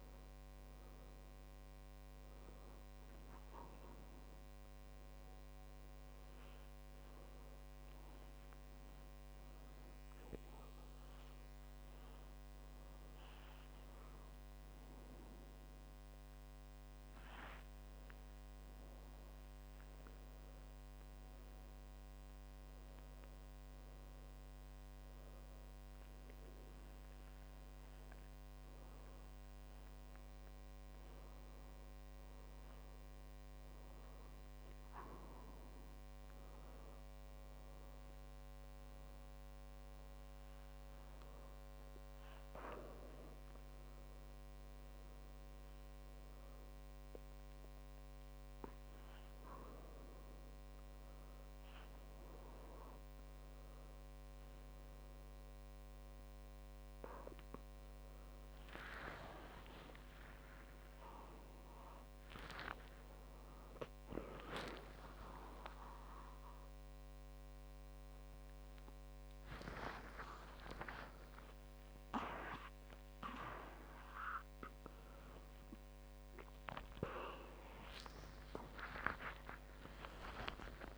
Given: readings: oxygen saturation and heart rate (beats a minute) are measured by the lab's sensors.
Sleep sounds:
breathing in sleep by a microphone on the trachea; none
0.00-2.00 s: long interval between heartbeats (device-marked)
9.00-11.00 s: long interval between heartbeats (device-marked)
21.00-23.00 s: long interval between heartbeats (device-marked)
38.00-40.00 s: long interval between heartbeats (device-marked)
63.50-65.50 s: long interval between heartbeats (device-marked)
66.00-77.00 s: tachycardia (device-marked)
67.00-69.00 s: long interval between heartbeats (device-marked)
69.50-71.50 s: long interval between heartbeats (device-marked)
71.00-80.98 s: new sleep stage, awake
72.50-74.50 s: long interval between heartbeats (device-marked, heart rate 33 before, 110 extreme)
From the record:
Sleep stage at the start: N2 (light sleep); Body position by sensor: on the back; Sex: male

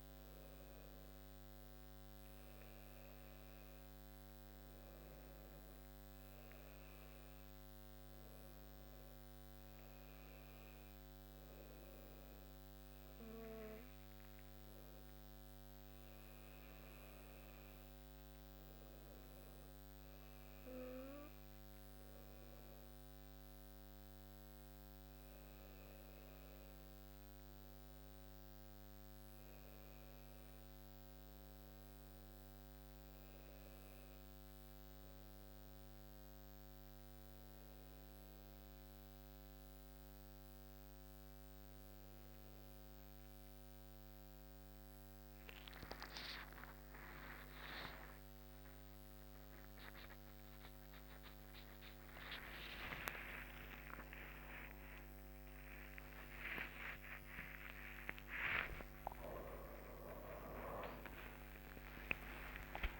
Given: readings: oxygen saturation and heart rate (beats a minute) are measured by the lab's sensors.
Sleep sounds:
breathing in sleep by a microphone on the trachea; none
50.50-63.00 s: new sleep stage, awake
From the record:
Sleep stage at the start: N2 (light sleep); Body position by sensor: on the back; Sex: female

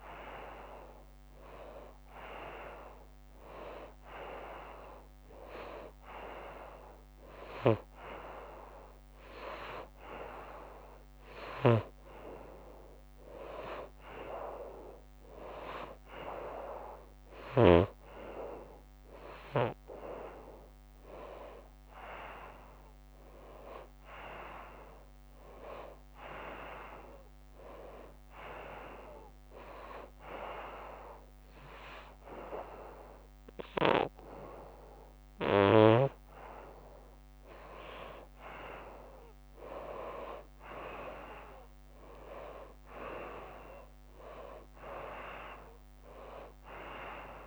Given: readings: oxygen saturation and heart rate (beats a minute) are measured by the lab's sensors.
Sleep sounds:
breathing in sleep by a microphone on the trachea; 1
11.00-17.50 s: snoring (device-marked)
28.00-38.50 s: hypopnea (oxygen 92% before, 81% lowest, heart rate 89 before, 85 extreme, up 8 after)
39.50-44.00 s: arousal
45.00-47.47 s: oxygen desaturation (device-marked, oxygen 91% before, 86% lowest, heart rate 90 before, 82 extreme)
From the record:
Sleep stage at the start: N1 (lightest sleep); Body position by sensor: on the back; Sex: female

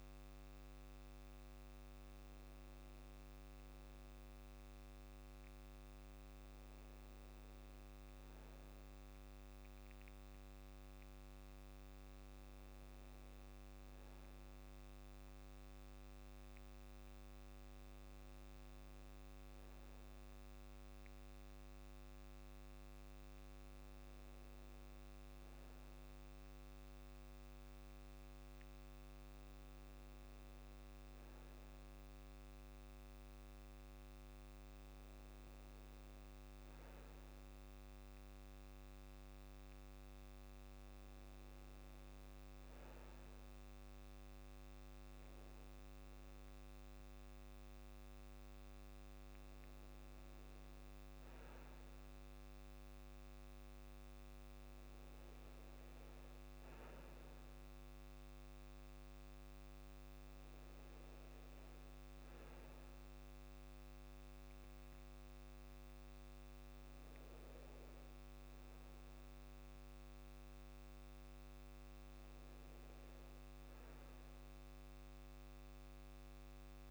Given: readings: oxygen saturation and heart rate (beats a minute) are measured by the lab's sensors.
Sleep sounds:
breathing in sleep, hard to hear, by a microphone on the trachea; none
none scored
From the record:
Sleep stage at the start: N2 (light sleep); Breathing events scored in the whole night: 61 in 5.0 hours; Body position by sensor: on the back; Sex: male

